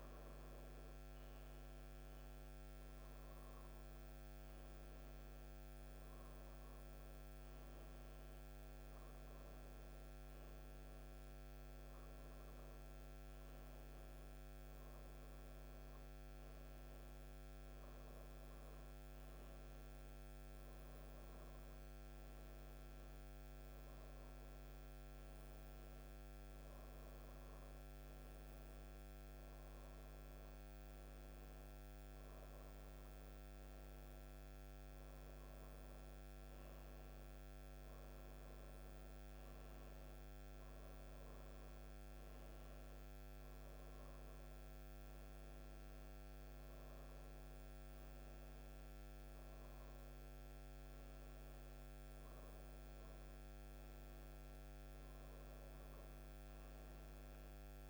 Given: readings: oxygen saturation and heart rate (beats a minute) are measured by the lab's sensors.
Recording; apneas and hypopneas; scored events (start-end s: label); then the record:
breathing in sleep, hard to hear, by a microphone on the trachea; none
none scored
From the record:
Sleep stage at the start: N1 (lightest sleep); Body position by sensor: on the right side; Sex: female